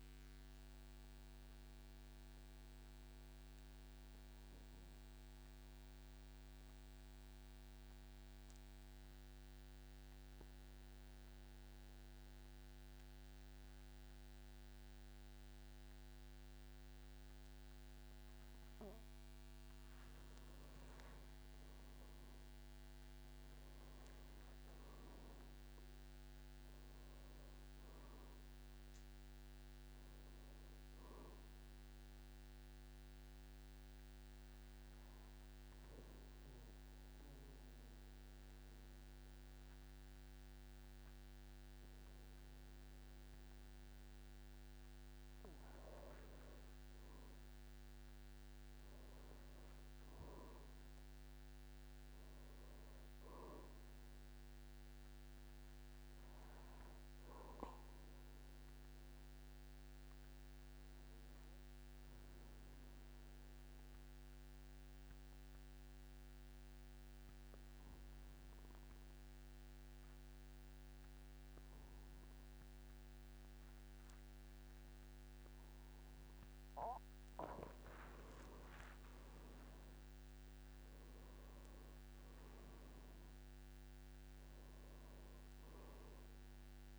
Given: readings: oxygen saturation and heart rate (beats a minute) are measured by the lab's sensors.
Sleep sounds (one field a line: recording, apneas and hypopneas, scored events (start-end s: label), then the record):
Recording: breathing in sleep, hard to hear, by a microphone on the trachea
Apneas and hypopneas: 3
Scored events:
0.00-16.00 s: oxygen desaturation (device-marked, oxygen 92% lowest, heart rate 46 extreme)
1.50-19.50 s: mixed apnea (oxygen 98% before, 92% lowest, heart rate 54 before, 46 extreme, up 14 after)
21.50-26.00 s: arousal
29.00-47.00 s: oxygen desaturation (device-marked, oxygen 98% before, 94% lowest, heart rate 56 before, 46 extreme)
33.00-45.50 s: obstructive apnea (oxygen 98% before, 90% lowest, heart rate 58 before, 46 extreme, up 33 after)
48.00-52.00 s: arousal
49.00-51.00 s: long interval between heartbeats (device-marked, heart rate 51 before, 74 extreme)
55.50-76.00 s: obstructive apnea (oxygen 98% before, 90% lowest, heart rate 57 before, 46 extreme, up 15 after)
79.50-83.00 s: arousal
81.00-86.99 s: oxygen desaturation (device-marked, oxygen 98% before, 90% lowest, heart rate 51 before, 46 extreme)
From the record:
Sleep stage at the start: N2 (light sleep)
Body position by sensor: on the back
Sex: male